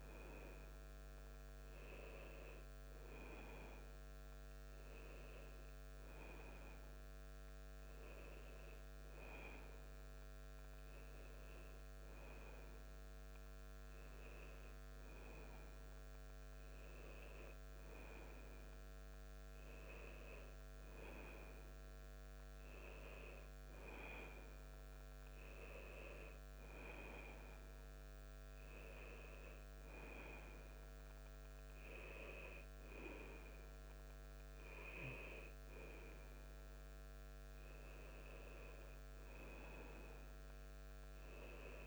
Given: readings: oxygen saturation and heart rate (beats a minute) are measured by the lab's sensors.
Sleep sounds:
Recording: a person awake in a sleep study, by a microphone on the trachea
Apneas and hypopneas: none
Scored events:
none scored
From the record:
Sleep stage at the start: awake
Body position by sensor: on the back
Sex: male

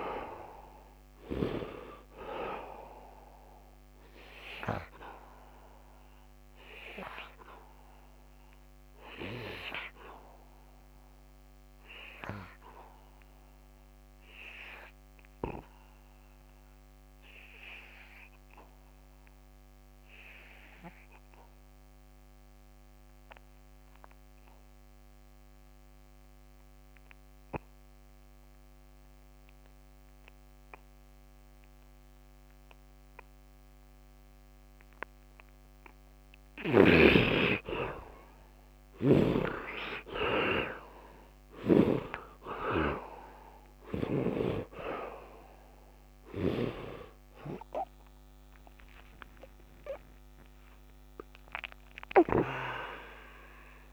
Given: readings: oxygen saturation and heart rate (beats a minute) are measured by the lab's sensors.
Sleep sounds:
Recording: breathing in sleep by a microphone on the trachea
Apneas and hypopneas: 1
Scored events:
0.00-1.00 s: snoring (device-marked)
0.00-19.00 s: oxygen desaturation (device-marked, oxygen 84% lowest, heart rate 76 extreme)
4.50-35.00 s: obstructive apnea (oxygen 98% before, 66% lowest, heart rate 89 before, 76 extreme, up 24 after)
21.00-53.93 s: oxygen desaturation (device-marked, oxygen 99% before, 66% lowest, heart rate 86 before, 74 extreme)
41.50-46.50 s: arousal
46.00-52.00 s: snoring (device-marked)
From the record:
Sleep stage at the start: N2 (light sleep)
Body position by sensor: on the back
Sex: male

